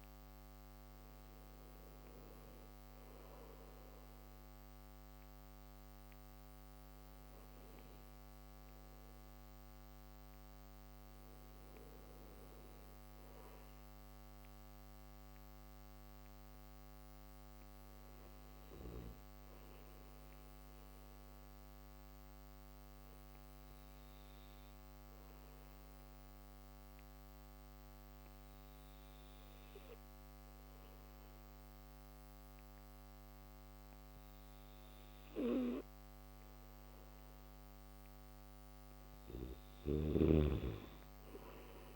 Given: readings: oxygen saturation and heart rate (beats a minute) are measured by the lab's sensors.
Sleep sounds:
breathing in sleep by a microphone on the trachea; none
39.00-41.96 s: snoring (device-marked)
From the record:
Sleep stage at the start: N1 (lightest sleep); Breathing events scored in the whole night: 29 in 6.0 hours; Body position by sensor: on the back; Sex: male

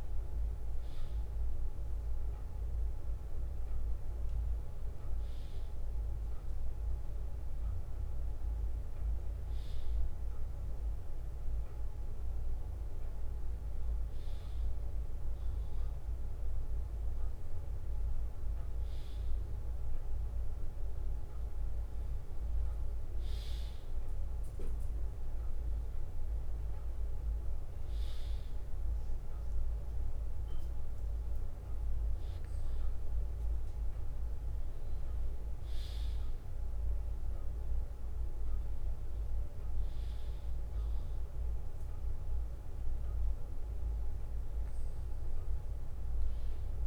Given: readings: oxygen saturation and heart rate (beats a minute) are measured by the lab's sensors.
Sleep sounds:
breathing in sleep, hard to hear, by a room microphone; none
0.00-2.00 s: bradycardia (device-marked, heart rate 59 before, 59 extreme)
15.00-46.87 s: new sleep stage, N2 (light sleep)
From the record:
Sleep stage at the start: N1 (lightest sleep); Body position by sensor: on the back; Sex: male

